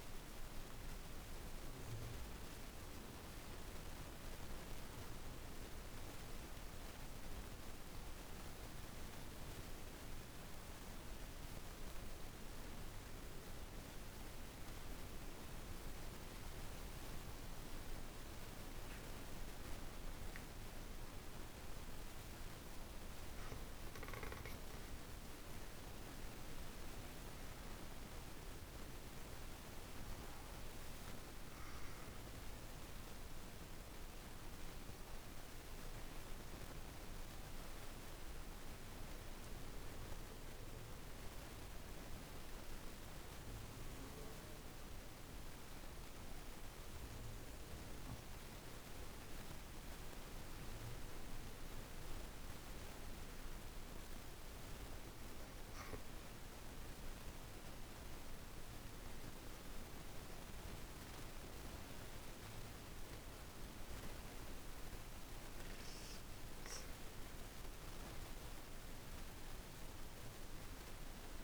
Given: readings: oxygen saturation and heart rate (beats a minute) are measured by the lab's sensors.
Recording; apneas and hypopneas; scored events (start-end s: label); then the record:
breathing in sleep, hard to hear, by a room microphone; 3
4.00-17.50 s: obstructive apnea (oxygen 99% before, 87% lowest, heart rate 55 before, 49 extreme, up 5 after)
19.50-24.00 s: arousal
20.50-41.50 s: oxygen desaturation (device-marked, oxygen 98% before, 88% lowest, heart rate 52 before, 49 extreme)
32.50-47.50 s: obstructive apnea (oxygen 99% before, 87% lowest, heart rate 52 before, 50 extreme, up 6 after)
48.50-52.50 s: arousal
50.50-71.44 s: oxygen desaturation (device-marked, oxygen 98% before, 87% lowest, heart rate 50 before, 49 extreme)
55.50-66.50 s: hypopnea (oxygen 98% before, 83% lowest, heart rate 52 before, 49 extreme, up 13 after)
69.50-71.44 s: arousal
From the record:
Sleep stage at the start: N2 (light sleep); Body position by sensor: on the back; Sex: female